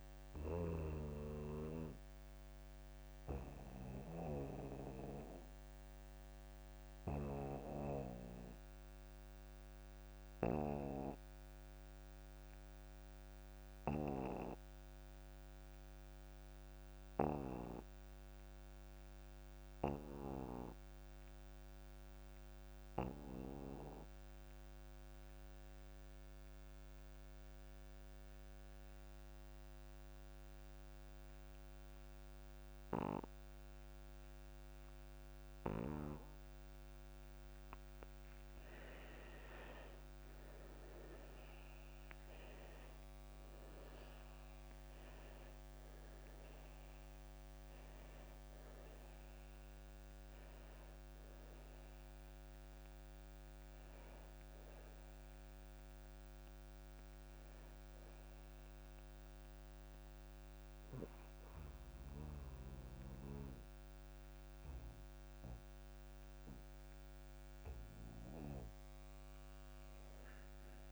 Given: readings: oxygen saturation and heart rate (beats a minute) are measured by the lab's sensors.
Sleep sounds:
breathing in sleep by a microphone on the trachea; 1
0.00-17.00 s: oxygen desaturation (device-marked, oxygen 89% lowest)
2.00-37.50 s: obstructive apnea (oxygen 97% before, 74% lowest)
25.00-70.92 s: oxygen desaturation (device-marked, oxygen 96% before, 74% lowest)
40.50-44.50 s: arousal
From the record:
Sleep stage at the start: N2 (light sleep); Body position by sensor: on the back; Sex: male

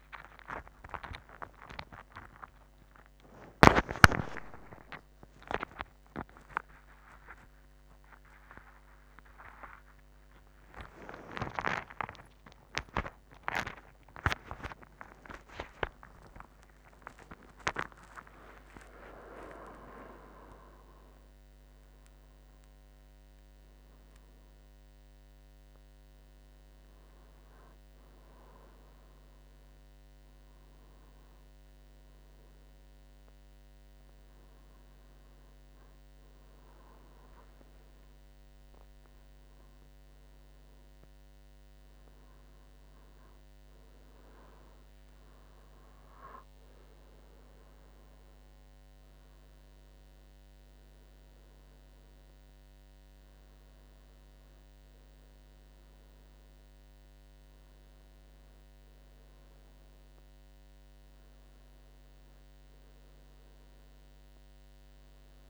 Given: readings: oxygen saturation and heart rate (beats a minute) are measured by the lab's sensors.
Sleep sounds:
a person awake in a sleep study, by a microphone on the trachea; none
41.00-65.50 s: new sleep stage, N1 (lightest sleep)
From the record:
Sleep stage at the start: awake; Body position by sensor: on the right side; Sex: male

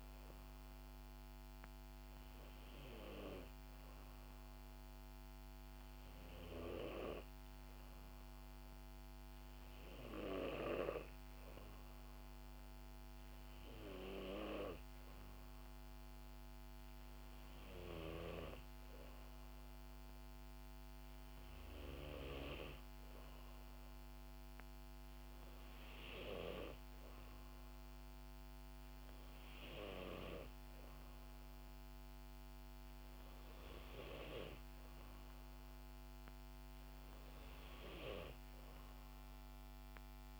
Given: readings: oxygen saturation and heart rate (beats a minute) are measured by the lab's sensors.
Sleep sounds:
breathing in sleep by a microphone on the trachea; none
25.00-27.00 s: long interval between heartbeats (device-marked, heart rate 68 before, 67 extreme)
From the record:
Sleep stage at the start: N2 (light sleep); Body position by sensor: on the back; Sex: female

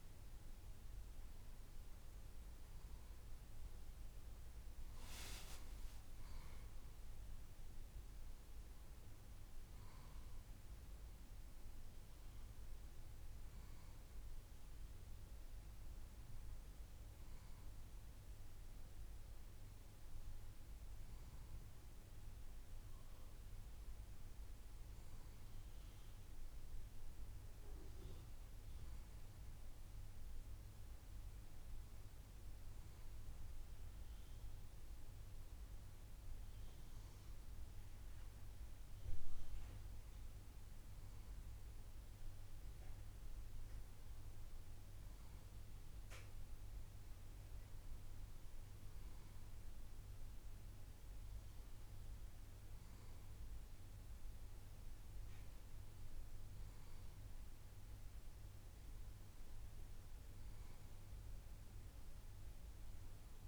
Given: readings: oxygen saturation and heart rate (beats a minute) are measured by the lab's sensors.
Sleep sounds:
breathing in sleep, hard to hear, by a room microphone; none
55.00-63.48 s: new sleep stage, N2 (light sleep)
From the record:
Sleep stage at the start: N1 (lightest sleep); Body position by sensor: on the left side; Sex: male

